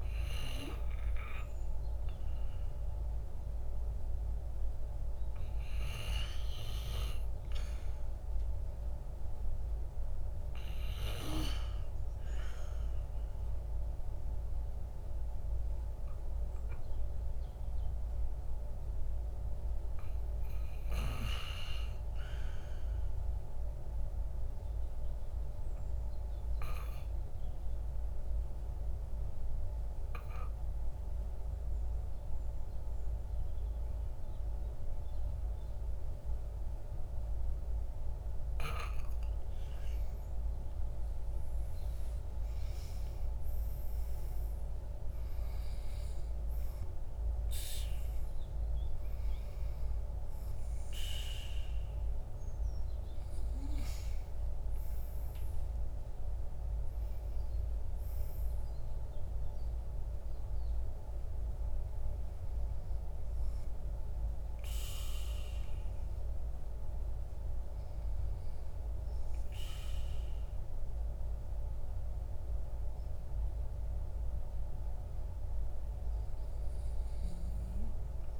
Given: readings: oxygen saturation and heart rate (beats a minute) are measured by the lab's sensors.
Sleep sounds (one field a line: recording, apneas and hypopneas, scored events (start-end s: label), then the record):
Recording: breathing in sleep by a room microphone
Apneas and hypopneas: 1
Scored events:
23.00-36.50 s: obstructive apnea (oxygen 98% before, 95% lowest, heart rate 55 before, 43 extreme, up 21 after)
39.00-43.50 s: arousal
From the record:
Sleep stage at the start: REM sleep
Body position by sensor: on the back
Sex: male